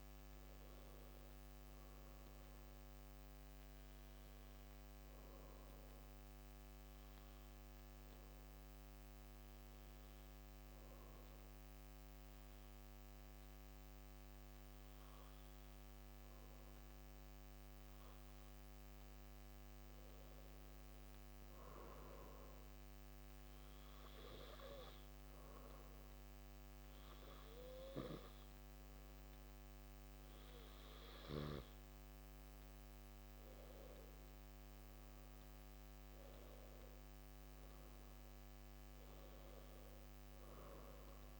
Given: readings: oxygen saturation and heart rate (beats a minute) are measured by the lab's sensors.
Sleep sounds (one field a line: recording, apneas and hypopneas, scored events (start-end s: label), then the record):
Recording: breathing in sleep, hard to hear, by a microphone on the trachea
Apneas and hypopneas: 1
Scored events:
4.50-19.00 s: hypopnea (oxygen 95% before, 94% lowest)
20.00-24.00 s: arousal
From the record:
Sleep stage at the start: N2 (light sleep)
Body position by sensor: on the back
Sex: male